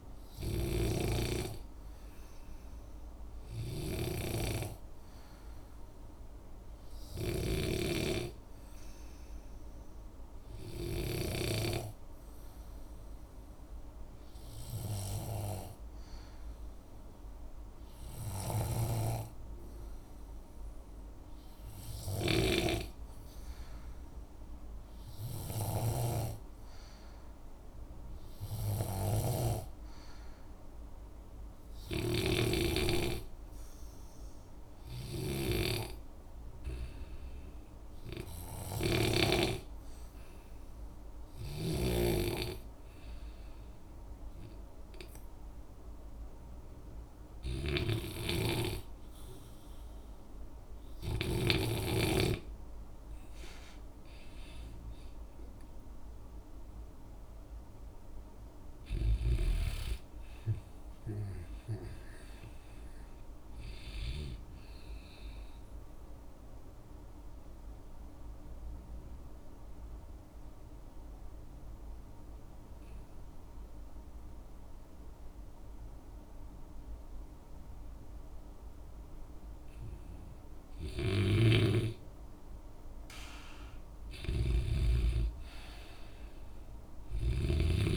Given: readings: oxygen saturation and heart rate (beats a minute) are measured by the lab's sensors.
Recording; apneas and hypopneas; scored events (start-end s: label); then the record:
breathing in sleep by a room microphone; 2
0.00-1.00 s: snoring (device-marked)
7.50-11.50 s: snoring (device-marked)
15.00-33.50 s: obstructive apnea (oxygen 95% before, 92% lowest, heart rate 66 before, 65 extreme, up 2 after)
29.00-51.50 s: snoring (device-marked)
35.50-38.50 s: arousal
66.00-81.50 s: obstructive apnea (oxygen 95% before, 92% lowest, heart rate 69 before, 62 extreme, up 4 after)
81.00-87.96 s: snoring (device-marked)
84.50-87.50 s: arousal
From the record:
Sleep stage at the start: N2 (light sleep); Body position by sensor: on the back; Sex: male